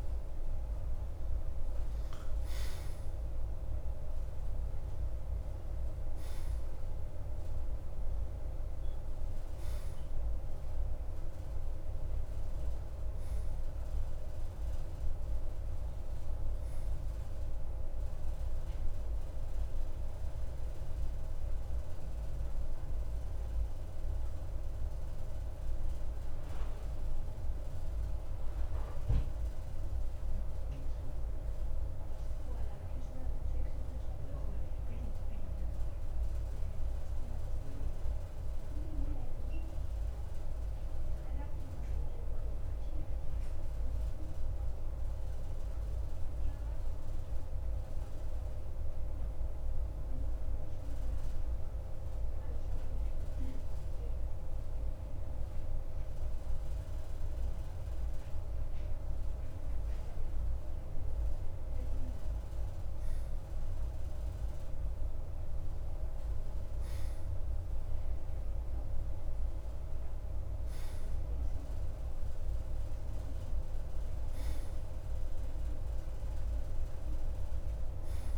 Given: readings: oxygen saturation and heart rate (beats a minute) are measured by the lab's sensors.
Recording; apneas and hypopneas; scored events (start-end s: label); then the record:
breathing in sleep, hard to hear, by a room microphone; 1
0.00-1.00 s: arousal
28.50-54.00 s: mixed apnea (oxygen 94% before, 92% lowest, heart rate 55 before, 53 extreme, up 3 after)
57.50-61.00 s: arousal
76.50-78.38 s: oxygen desaturation (device-marked, oxygen 95% before, 92% lowest, heart rate 54 before, 54 extreme)
From the record:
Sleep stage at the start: N2 (light sleep); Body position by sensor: on the right side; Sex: male